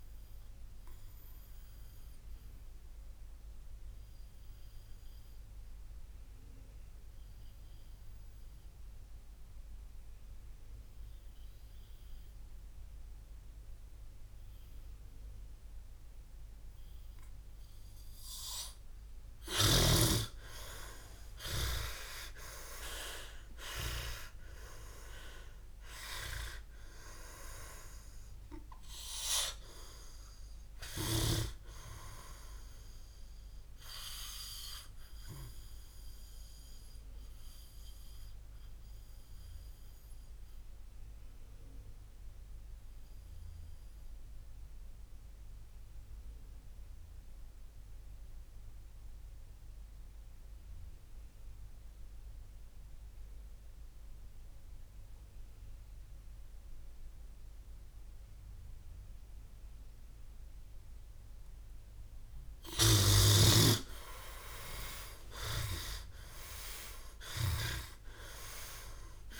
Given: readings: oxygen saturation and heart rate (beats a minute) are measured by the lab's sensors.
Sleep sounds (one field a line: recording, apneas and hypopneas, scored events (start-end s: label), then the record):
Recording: breathing in sleep by a room microphone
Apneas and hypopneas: 2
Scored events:
0.00-27.00 s: oxygen desaturation (device-marked, oxygen 92% lowest, heart rate 57 extreme)
3.00-17.00 s: obstructive apnea (oxygen 100% before, 91% lowest, heart rate 79 before, 57 extreme, up 28 after)
21.00-26.50 s: arousal
32.00-38.00 s: oxygen desaturation (device-marked, oxygen 98% before, 93% lowest, heart rate 70 before, 53 extreme)
38.00-61.50 s: obstructive apnea (oxygen 98% before, 91% lowest, heart rate 71 before, 53 extreme, up 47 after)
45.00-56.00 s: oxygen desaturation (device-marked, oxygen 94% before, 91% lowest, heart rate 65 before, 53 extreme)
63.00-69.40 s: snoring (device-marked)
65.00-69.00 s: arousal
67.00-69.40 s: oxygen desaturation (device-marked, oxygen 99% before, 92% lowest, heart rate 62 before, 56 extreme)
From the record:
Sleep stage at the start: N2 (light sleep)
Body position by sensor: on the back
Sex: male